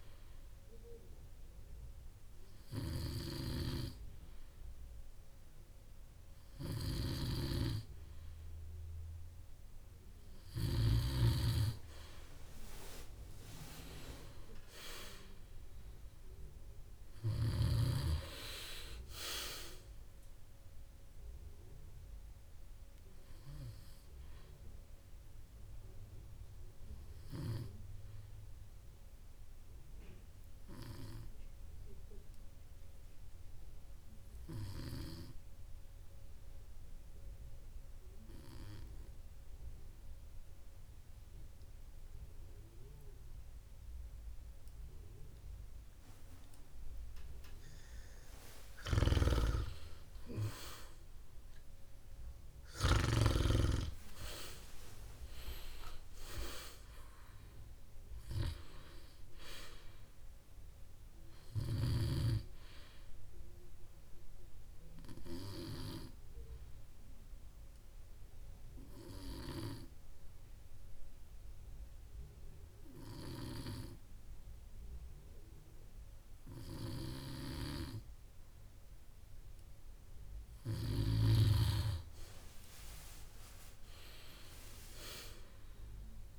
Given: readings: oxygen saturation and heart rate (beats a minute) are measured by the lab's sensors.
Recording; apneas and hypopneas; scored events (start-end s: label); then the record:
breathing in sleep by a room microphone; 2
4.00-12.00 s: snoring (device-marked)
33.50-48.50 s: obstructive apnea (oxygen 96% before, 93% lowest, heart rate 60 before, 54 extreme, up 14 after)
51.00-54.00 s: arousal
65.50-82.00 s: obstructive apnea (oxygen 98% before, 93% lowest, heart rate 64 before, 54 extreme, up 13 after)
76.50-86.39 s: oxygen desaturation (device-marked, oxygen 97% before, 93% lowest, heart rate 61 before, 55 extreme)
84.00-86.39 s: arousal
From the record:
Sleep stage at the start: N2 (light sleep); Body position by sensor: on the back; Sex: male